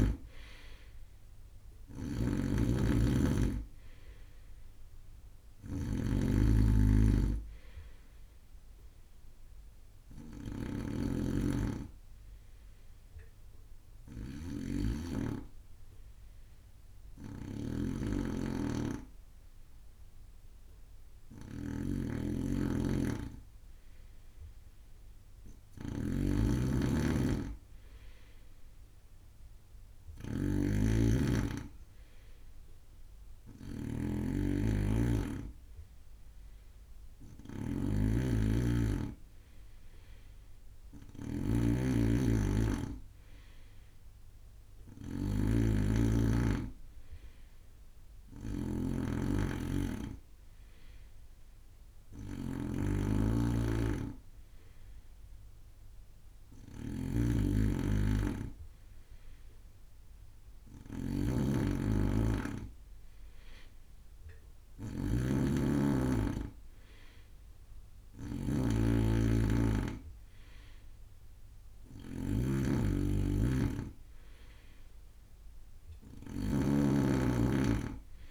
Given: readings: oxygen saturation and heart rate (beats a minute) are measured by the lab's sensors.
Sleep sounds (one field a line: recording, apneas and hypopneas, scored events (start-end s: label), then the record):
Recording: breathing in sleep by a room microphone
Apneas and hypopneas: 1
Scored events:
0.00-1.00 s: arousal
0.00-9.50 s: oxygen desaturation (device-marked, oxygen 91% lowest)
0.00-78.31 s: snoring (device-marked)
10.00-22.00 s: hypopnea (oxygen 95% before, 91% lowest)
25.00-29.00 s: arousal
From the record:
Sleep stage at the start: N2 (light sleep)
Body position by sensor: on the right side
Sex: male